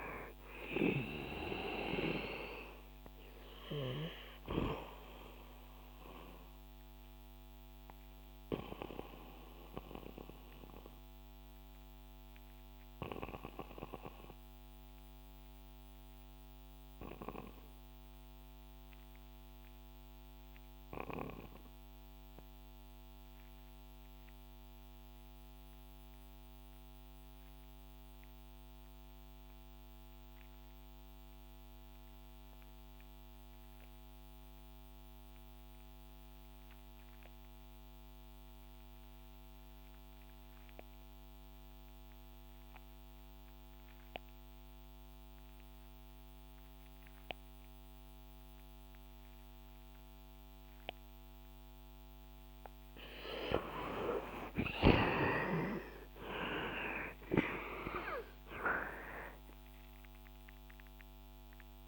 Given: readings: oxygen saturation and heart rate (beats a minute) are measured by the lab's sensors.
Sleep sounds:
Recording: breathing in sleep by a microphone on the trachea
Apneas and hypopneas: 1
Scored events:
6.50-53.50 s: mixed apnea (oxygen 97% before, 78% lowest, heart rate 71 before, 57 extreme, up 22 after)
12.00-61.88 s: new sleep stage, REM sleep
36.00-61.88 s: oxygen desaturation (device-marked, oxygen 99% before, 78% lowest, heart rate 63 before, 58 extreme)
54.50-59.50 s: arousal
From the record:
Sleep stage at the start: N2 (light sleep)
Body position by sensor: on the back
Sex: male

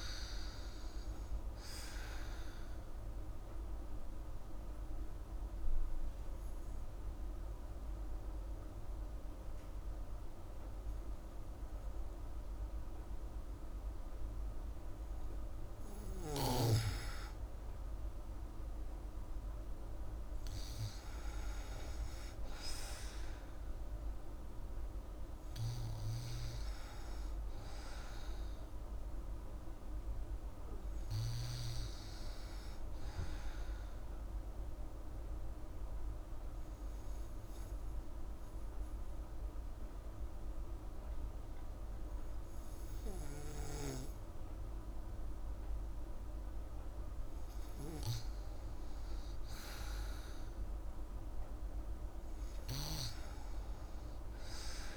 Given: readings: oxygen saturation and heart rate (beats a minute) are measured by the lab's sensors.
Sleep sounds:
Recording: breathing in sleep, hard to hear, by a room microphone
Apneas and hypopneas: 2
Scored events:
2.00-15.00 s: oxygen desaturation (device-marked, oxygen 97% before, 93% lowest, heart rate 98 before, 49 extreme)
3.50-15.50 s: obstructive apnea (oxygen 97% before, 93% lowest, heart rate 97 before, 49 extreme, up 10 after)
19.00-23.00 s: arousal
33.00-46.00 s: oxygen desaturation (device-marked, oxygen 98% before, 93% lowest, heart rate 83 before, 58 extreme)
35.00-47.00 s: obstructive apnea (oxygen 98% before, 93% lowest, heart rate 80 before, 58 extreme, up 32 after)
50.00-53.00 s: arousal
From the record:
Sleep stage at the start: N2 (light sleep)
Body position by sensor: on the back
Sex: female

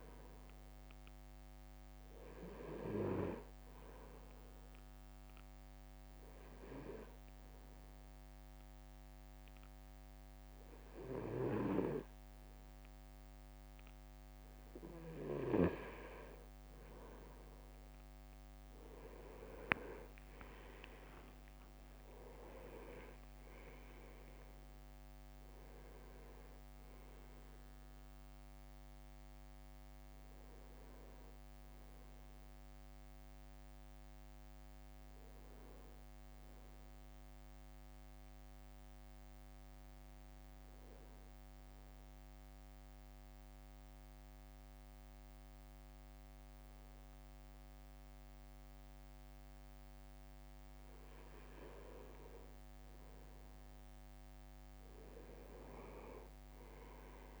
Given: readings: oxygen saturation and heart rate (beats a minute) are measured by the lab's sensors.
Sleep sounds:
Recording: breathing in sleep by a microphone on the trachea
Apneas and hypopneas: 2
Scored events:
2.50-15.00 s: hypopnea (oxygen 98% before, 96% lowest, heart rate 57 before, 56 extreme, up 5 after)
18.00-22.50 s: arousal
20.50-21.50 s: leg movement (device-marked)
21.50-34.50 s: drop in pulse transit time (device-marked, heart rate 57 before, 57 extreme)
23.00-26.00 s: leg movement (device-marked)
42.00-52.50 s: mixed apnea (oxygen 97% before, 96% lowest, heart rate 58 before, 56 extreme, up 3 after)
55.50-57.40 s: arousal
56.00-57.40 s: leg movement (device-marked)
From the record:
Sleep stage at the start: N2 (light sleep)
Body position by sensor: on the right side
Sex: male

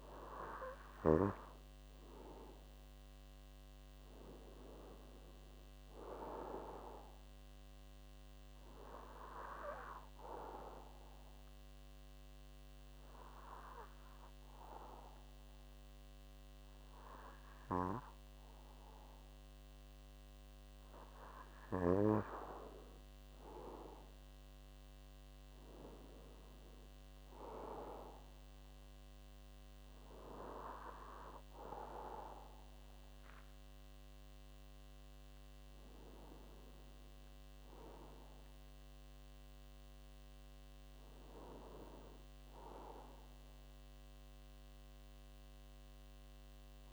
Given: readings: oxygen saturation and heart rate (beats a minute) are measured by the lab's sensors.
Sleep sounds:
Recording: breathing in sleep by a microphone on the trachea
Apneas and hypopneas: 1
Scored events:
0.00-1.50 s: arousal
1.50-24.50 s: oxygen desaturation (device-marked, oxygen 94% before, 91% lowest)
9.00-21.50 s: obstructive apnea (oxygen 95% before, 90% lowest)
26.50-30.50 s: arousal
From the record:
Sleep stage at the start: N2 (light sleep)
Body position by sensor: on the back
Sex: male

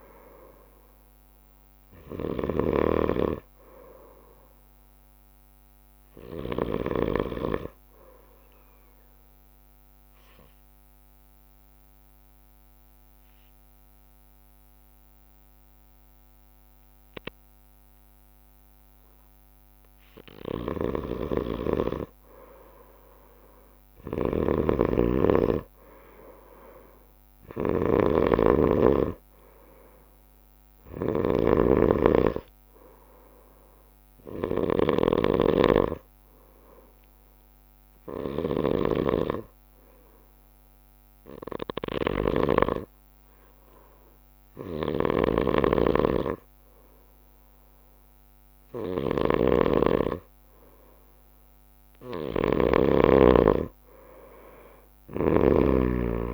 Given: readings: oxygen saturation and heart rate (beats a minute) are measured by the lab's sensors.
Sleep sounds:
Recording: breathing in sleep by a microphone on the trachea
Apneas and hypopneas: 2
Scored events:
0.00-7.00 s: oxygen desaturation (device-marked, oxygen 94% lowest, heart rate 51 extreme)
0.00-7.00 s: snoring (device-marked)
0.00-22.00 s: bradycardia (device-marked, heart rate 51 extreme)
9.50-20.50 s: obstructive apnea (oxygen 98% before, 94% lowest, heart rate 57 before, 52 extreme, up 10 after)
20.50-53.00 s: snoring (device-marked)
22.00-36.00 s: drop in pulse transit time (device-marked, heart rate 53 before, 58 extreme)
26.50-31.50 s: arousal
35.00-40.00 s: bradycardia (device-marked, heart rate 57 before, 59 extreme)
38.50-51.00 s: hypopnea (oxygen 98% before, 94% lowest, heart rate 60 before, 51 extreme, up 4 after)
45.00-54.00 s: bradycardia (device-marked, heart rate 57 before, 56 extreme)
53.50-56.33 s: arousal
From the record:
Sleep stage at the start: N2 (light sleep)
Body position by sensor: on the right side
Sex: male

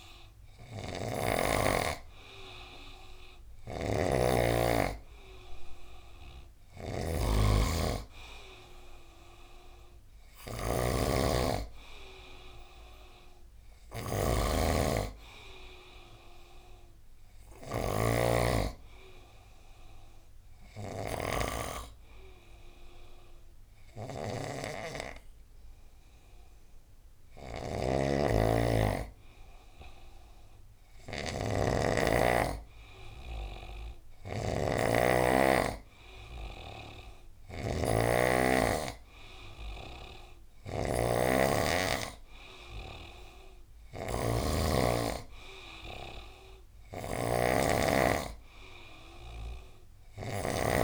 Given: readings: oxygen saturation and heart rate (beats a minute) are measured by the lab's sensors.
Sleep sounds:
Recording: breathing in sleep by a room microphone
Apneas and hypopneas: none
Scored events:
0.00-21.00 s: oxygen desaturation (device-marked, oxygen 92% lowest, heart rate 72 extreme)
0.00-50.84 s: snoring (device-marked)
From the record:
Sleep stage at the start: N2 (light sleep)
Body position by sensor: on the right side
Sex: male

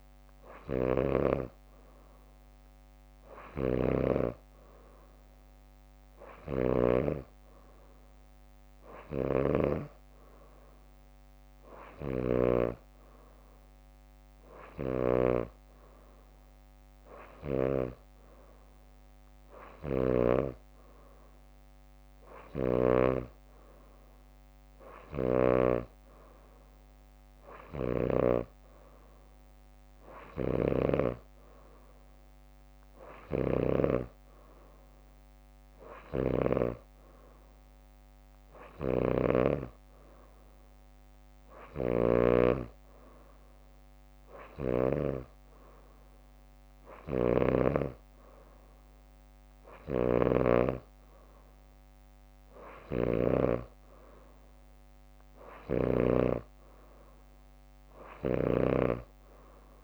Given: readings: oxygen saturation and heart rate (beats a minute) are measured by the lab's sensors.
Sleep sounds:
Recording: breathing in sleep by a microphone on the trachea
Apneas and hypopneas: none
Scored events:
0.00-15.50 s: snoring (device-marked)
8.00-10.00 s: leg movement (device-marked)
21.50-23.50 s: bradycardia (device-marked, heart rate 64 before, 62 extreme)
30.00-32.00 s: leg movement (device-marked)
30.50-34.00 s: snoring (device-marked)
36.00-42.50 s: snoring (device-marked)
36.00-44.00 s: leg movement (device-marked)
47.00-53.50 s: snoring (device-marked)
55.50-59.00 s: snoring (device-marked)
From the record:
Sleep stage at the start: N2 (light sleep)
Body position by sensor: on the back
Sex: female

